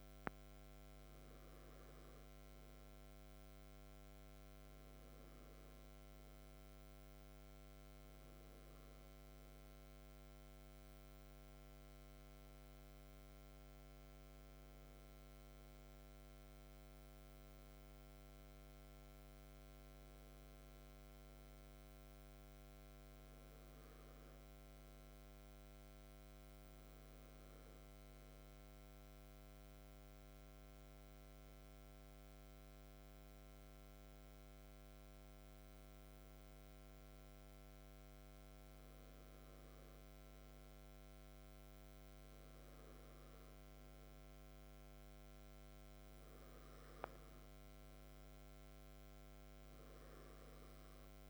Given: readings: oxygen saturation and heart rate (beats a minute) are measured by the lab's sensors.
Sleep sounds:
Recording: breathing in sleep, hard to hear, by a microphone on the trachea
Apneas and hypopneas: 1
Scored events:
24.50-44.00 s: hypopnea (oxygen 97% before, 96% lowest, heart rate 55 before, 52 extreme, up 8 after)
47.00-50.50 s: arousal
From the record:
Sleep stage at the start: REM sleep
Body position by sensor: on the back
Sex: male

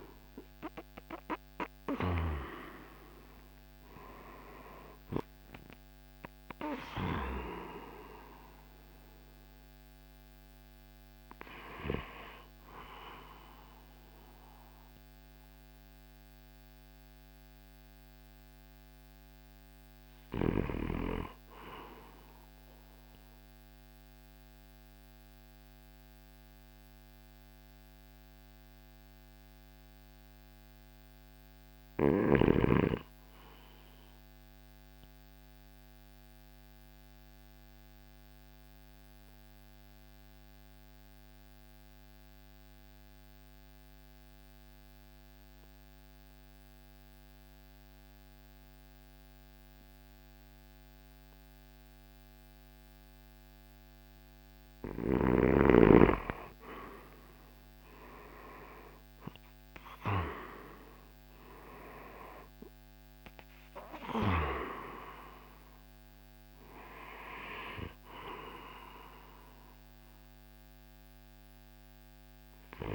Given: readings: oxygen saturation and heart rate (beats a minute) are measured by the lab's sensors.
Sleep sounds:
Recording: breathing in sleep by a microphone on the trachea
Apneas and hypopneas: 1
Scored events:
0.00-1.00 s: arousal
0.00-34.00 s: oxygen desaturation (device-marked, oxygen 81% lowest, heart rate 49 extreme)
1.00-14.00 s: drop in pulse transit time (device-marked, heart rate 52 before, 59 extreme)
1.50-7.00 s: snoring (device-marked)
23.50-54.00 s: obstructive apnea (oxygen 93% before, 81% lowest, heart rate 64 before, 50 extreme, up 19 after)
49.00-72.95 s: oxygen desaturation (device-marked, oxygen 98% before, 83% lowest, heart rate 53 before, 52 extreme)
56.00-60.50 s: arousal
60.00-72.95 s: drop in pulse transit time (device-marked, heart rate 52 before, 56 extreme)
From the record:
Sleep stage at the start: N1 (lightest sleep)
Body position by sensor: on the right side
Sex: male

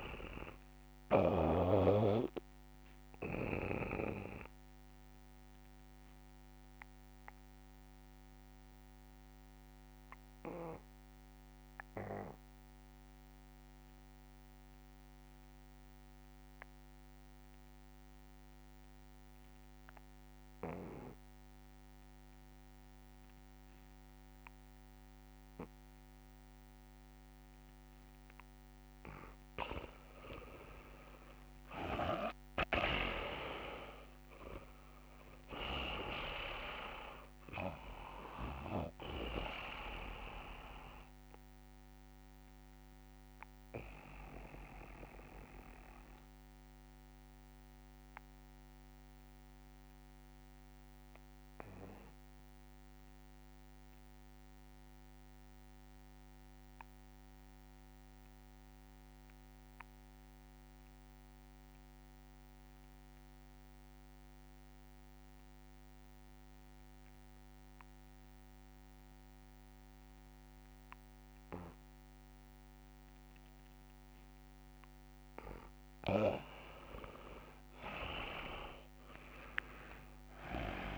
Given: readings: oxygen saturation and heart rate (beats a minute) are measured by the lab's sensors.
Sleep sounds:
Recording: breathing in sleep by a microphone on the trachea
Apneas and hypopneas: 2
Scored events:
0.00-25.00 s: oxygen desaturation (device-marked, oxygen 83% lowest, heart rate 67 extreme)
3.00-80.98 s: new sleep stage, REM sleep
5.00-29.00 s: obstructive apnea (oxygen 99% before, 83% lowest, heart rate 68 before, 67 extreme, up 12 after)
30.50-35.50 s: arousal
32.00-55.00 s: oxygen desaturation (device-marked, oxygen 97% before, 84% lowest, heart rate 69 before, 66 extreme)
32.50-39.50 s: snoring (device-marked)
35.50-37.50 s: long interval between heartbeats (device-marked, heart rate 70 before, 81 extreme)
41.50-74.50 s: obstructive apnea (oxygen 97% before, 83% lowest, heart rate 74 before, 53 extreme, up 8 after)
70.00-80.98 s: oxygen desaturation (device-marked, oxygen 99% before, 83% lowest, heart rate 68 before, 53 extreme)
77.50-80.98 s: arousal
From the record:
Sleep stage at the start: N2 (light sleep)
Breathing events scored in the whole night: 317 in 3.9 hours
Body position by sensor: on the back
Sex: male

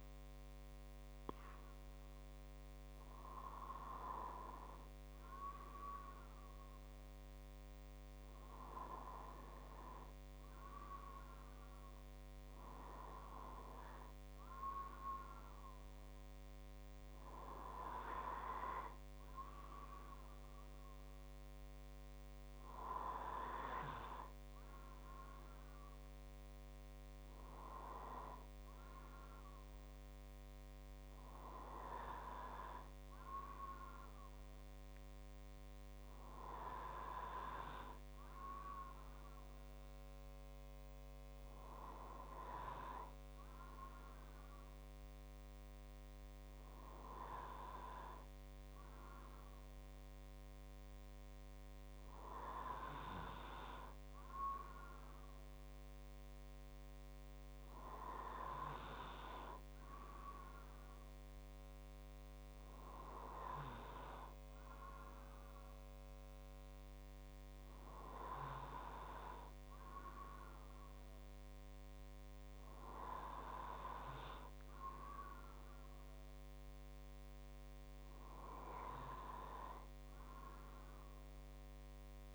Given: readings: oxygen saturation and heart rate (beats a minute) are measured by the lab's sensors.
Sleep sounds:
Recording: breathing in sleep by a microphone on the trachea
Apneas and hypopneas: none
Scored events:
none scored
From the record:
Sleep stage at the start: N2 (light sleep)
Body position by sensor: on the right side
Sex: male

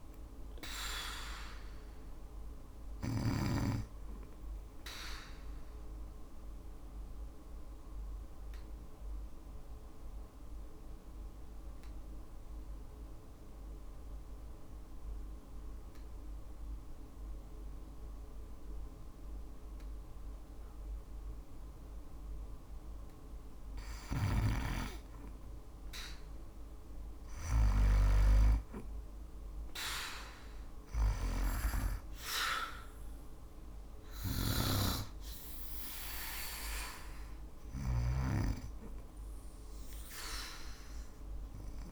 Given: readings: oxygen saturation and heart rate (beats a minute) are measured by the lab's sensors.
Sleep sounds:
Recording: breathing in sleep by a room microphone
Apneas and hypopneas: 1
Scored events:
0.00-19.50 s: oxygen desaturation (device-marked, oxygen 91% lowest, heart rate 54 extreme)
4.50-22.00 s: obstructive apnea (oxygen 96% before, 87% lowest, heart rate 58 before, 54 extreme, up 3 after)
25.50-29.00 s: arousal
30.50-37.00 s: snoring (device-marked)
32.50-41.92 s: oxygen desaturation (device-marked, oxygen 97% before, 87% lowest, heart rate 56 before, 55 extreme)
From the record:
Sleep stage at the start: N2 (light sleep)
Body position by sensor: on the back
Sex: female

